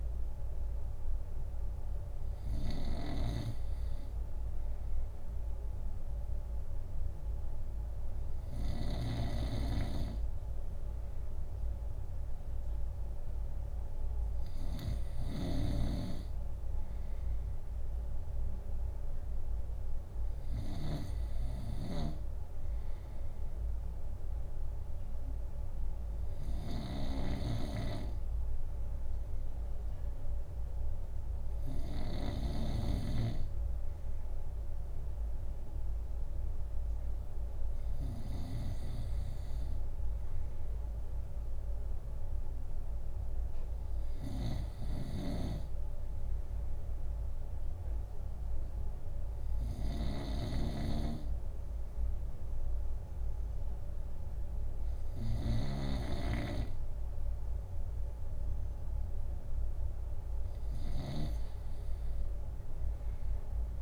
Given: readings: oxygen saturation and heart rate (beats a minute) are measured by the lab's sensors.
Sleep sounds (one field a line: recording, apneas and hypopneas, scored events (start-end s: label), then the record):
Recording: breathing in sleep by a room microphone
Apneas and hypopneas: none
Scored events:
0.00-32.00 s: snoring (device-marked)
38.00-63.82 s: snoring (device-marked)
From the record:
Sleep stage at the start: N2 (light sleep)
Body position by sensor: on the right side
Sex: male